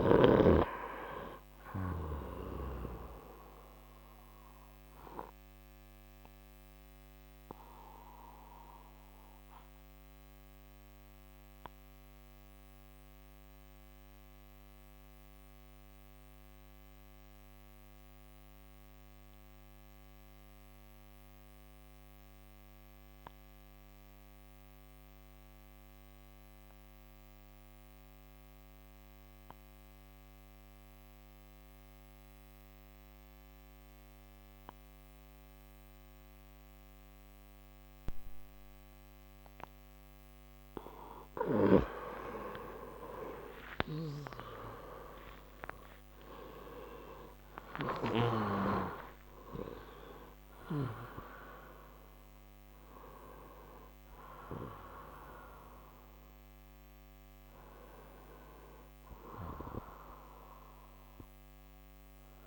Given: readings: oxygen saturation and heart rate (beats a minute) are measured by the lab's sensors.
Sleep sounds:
breathing in sleep by a microphone on the trachea; 1
0.00-22.00 s: oxygen desaturation (device-marked, oxygen 90% lowest, heart rate 54 extreme)
3.50-40.00 s: obstructive apnea (oxygen 98% before, 89% lowest, heart rate 66 before, 54 extreme, up 33 after)
42.50-48.50 s: arousal
60.00-62.47 s: oxygen desaturation (device-marked, oxygen 95% before, 89% lowest, heart rate 87 before, 54 extreme)
From the record:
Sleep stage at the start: N2 (light sleep); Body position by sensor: on the right side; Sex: male

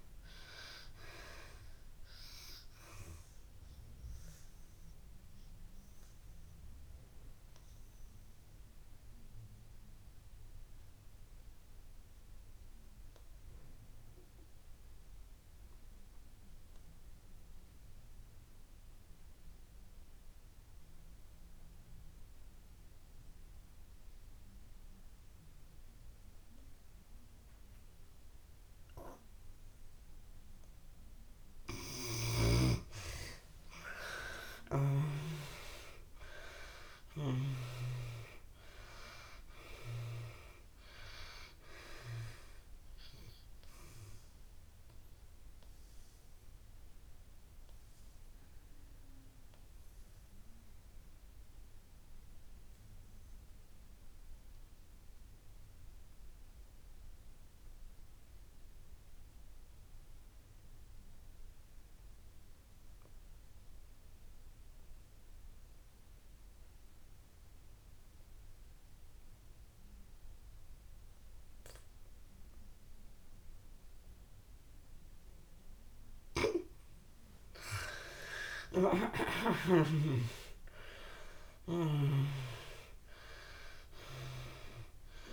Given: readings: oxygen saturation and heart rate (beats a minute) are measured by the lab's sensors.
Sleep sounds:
breathing in sleep by a room microphone; 2
0.00-23.00 s: oxygen desaturation (device-marked, oxygen 73% lowest)
3.50-31.00 s: obstructive apnea (oxygen 97% before, 71% lowest)
28.00-60.00 s: oxygen desaturation (device-marked, oxygen 97% before, 71% lowest)
34.50-39.00 s: arousal
44.50-75.00 s: obstructive apnea (oxygen 97% before, 67% lowest)
66.00-85.33 s: oxygen desaturation (device-marked, oxygen 97% before, 67% lowest)
76.00-80.00 s: snoring (device-marked)
79.50-83.50 s: arousal
From the record:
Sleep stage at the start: N2 (light sleep); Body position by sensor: on the back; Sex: female

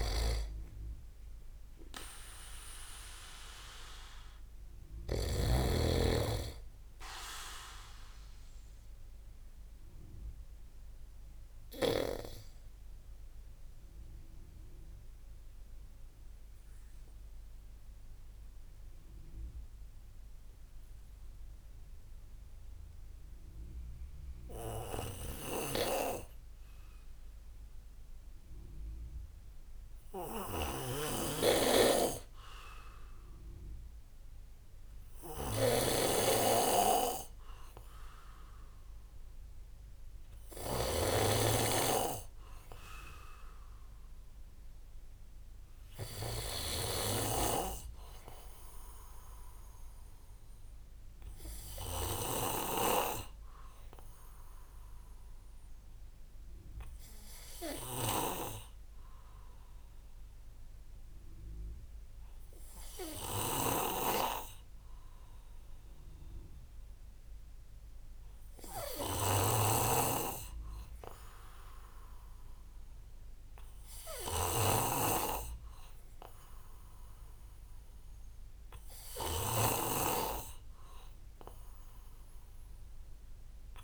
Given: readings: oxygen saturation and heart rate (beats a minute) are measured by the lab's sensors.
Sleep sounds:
breathing in sleep by a room microphone; 1
0.00-5.50 s: snoring (device-marked)
12.50-29.50 s: obstructive apnea (oxygen 98% before, 96% lowest)
25.00-83.84 s: snoring (device-marked)
32.00-37.00 s: arousal
From the record:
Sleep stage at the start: N2 (light sleep); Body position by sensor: on the back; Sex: male

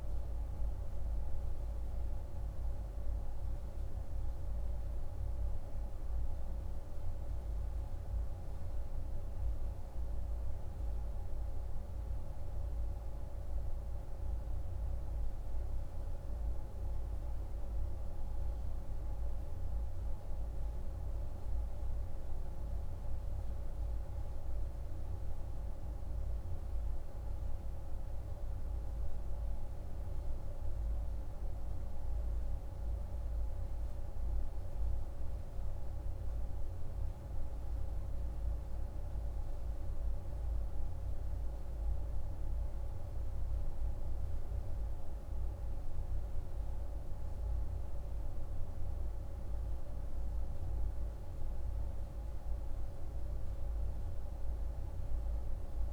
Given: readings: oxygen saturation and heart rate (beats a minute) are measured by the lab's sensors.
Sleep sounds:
breathing in sleep, hard to hear, by a room microphone; none
none scored
From the record:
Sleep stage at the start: N2 (light sleep); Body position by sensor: on the right side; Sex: male

